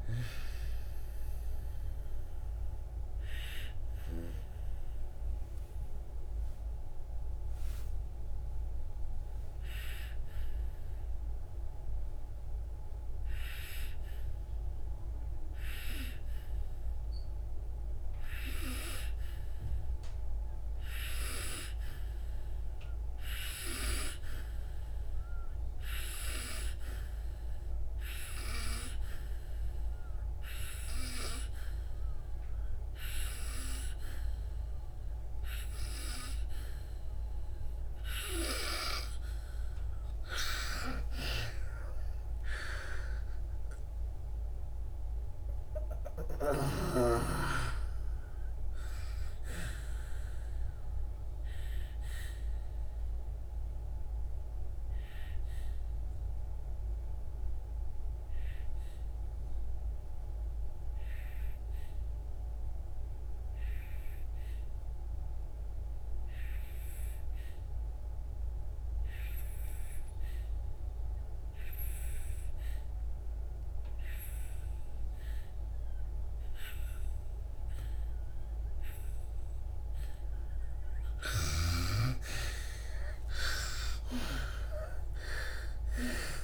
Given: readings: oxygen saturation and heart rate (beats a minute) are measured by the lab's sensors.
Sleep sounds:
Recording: breathing in sleep by a room microphone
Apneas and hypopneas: 2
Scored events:
0.00-21.50 s: oxygen desaturation (device-marked, oxygen 77% lowest, heart rate 61 extreme)
1.50-39.00 s: obstructive apnea (oxygen 97% before, 77% lowest, heart rate 83 before, 56 extreme, up 24 after)
26.50-70.50 s: oxygen desaturation (device-marked, oxygen 98% before, 80% lowest, heart rate 68 before, 56 extreme)
40.50-44.50 s: arousal
50.00-80.00 s: obstructive apnea (oxygen 98% before, 77% lowest, heart rate 74 before, 56 extreme, up 23 after)
75.50-86.44 s: oxygen desaturation (device-marked, oxygen 97% before, 77% lowest, heart rate 61 before, 58 extreme)
83.00-86.44 s: arousal
From the record:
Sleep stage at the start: N2 (light sleep)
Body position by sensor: on the back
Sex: female

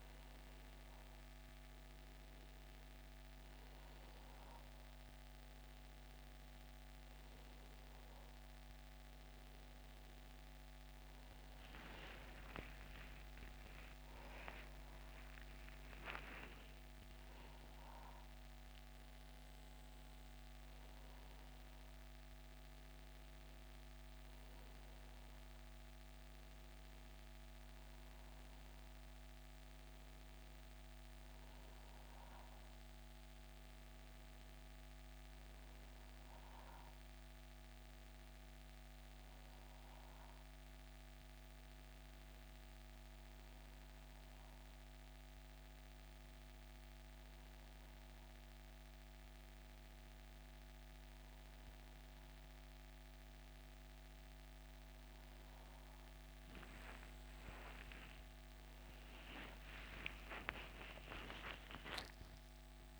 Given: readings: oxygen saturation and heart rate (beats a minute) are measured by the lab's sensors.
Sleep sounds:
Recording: breathing in sleep by a microphone on the trachea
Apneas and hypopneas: none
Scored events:
50.50-62.99 s: new sleep stage, awake
From the record:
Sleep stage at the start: N1 (lightest sleep)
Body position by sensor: on the back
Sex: male

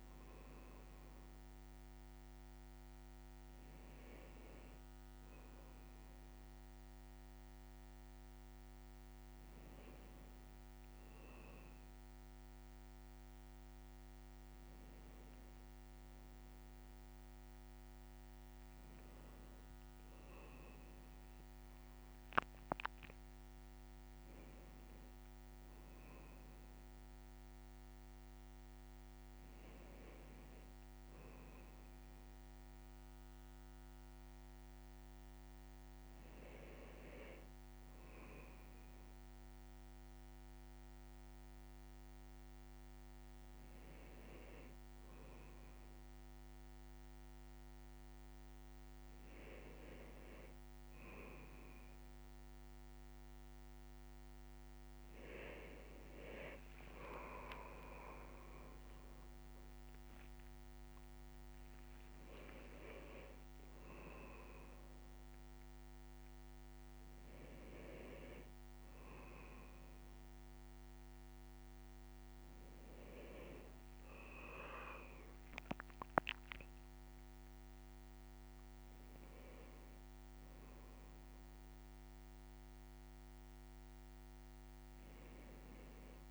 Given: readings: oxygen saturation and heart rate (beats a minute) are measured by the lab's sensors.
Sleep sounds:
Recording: a person awake in a sleep study, by a microphone on the trachea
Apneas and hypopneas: none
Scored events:
62.50-64.00 s: leg movement (device-marked)
From the record:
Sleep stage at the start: awake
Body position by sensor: on the left side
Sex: male

